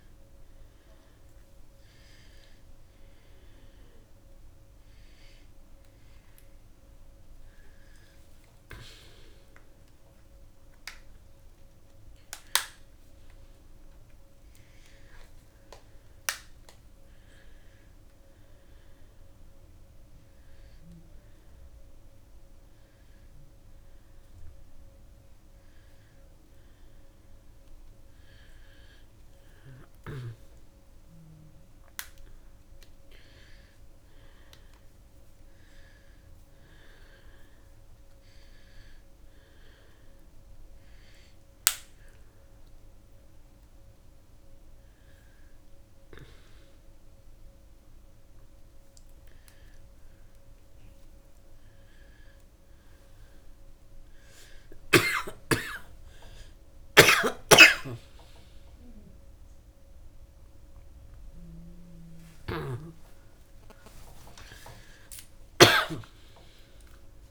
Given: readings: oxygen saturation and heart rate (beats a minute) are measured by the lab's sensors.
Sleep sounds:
a person awake in a sleep study, by a room microphone; none
57.00-65.50 s: snoring (device-marked)
From the record:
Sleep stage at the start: awake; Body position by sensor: on the back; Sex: female

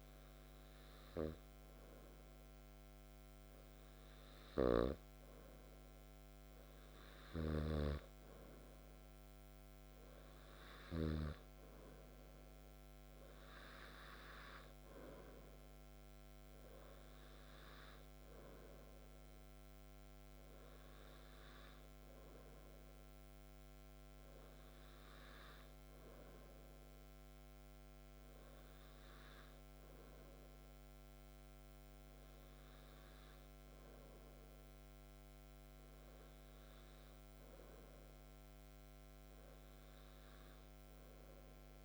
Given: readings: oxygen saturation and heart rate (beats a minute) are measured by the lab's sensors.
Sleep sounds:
breathing in sleep by a microphone on the trachea; none
none scored
From the record:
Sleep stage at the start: N2 (light sleep); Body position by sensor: on the back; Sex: male

